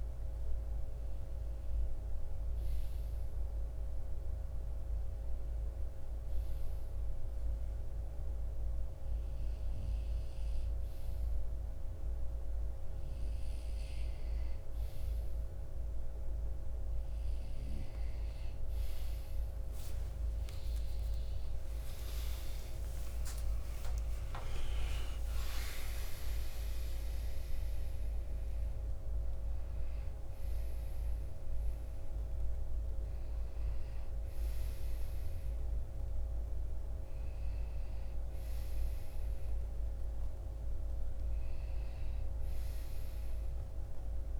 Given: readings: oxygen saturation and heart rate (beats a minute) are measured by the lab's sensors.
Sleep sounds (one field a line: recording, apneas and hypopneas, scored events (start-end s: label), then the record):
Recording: breathing in sleep, hard to hear, by a room microphone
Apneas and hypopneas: none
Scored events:
20.50-24.50 s: arousal
From the record:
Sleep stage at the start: REM sleep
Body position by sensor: on the right side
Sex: male